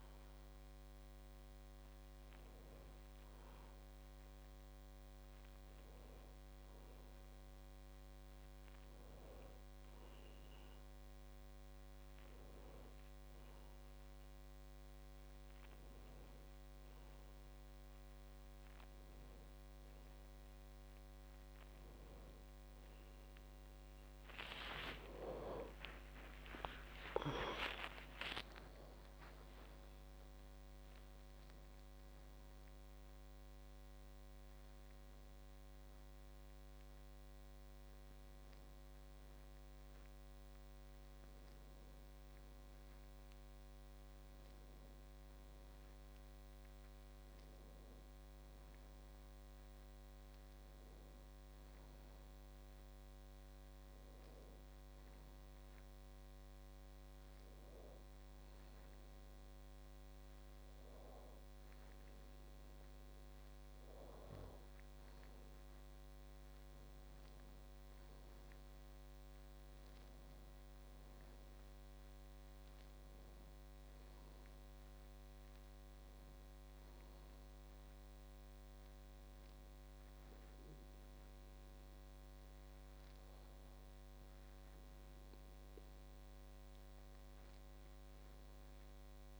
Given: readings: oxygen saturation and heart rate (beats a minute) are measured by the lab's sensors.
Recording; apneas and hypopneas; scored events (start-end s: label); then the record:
breathing in sleep by a microphone on the trachea; none
0.00-7.00 s: oxygen desaturation (device-marked, oxygen 91% lowest, heart rate 57 extreme)
25.00-28.50 s: arousal
From the record:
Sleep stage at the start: N1 (lightest sleep); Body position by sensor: on the back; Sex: female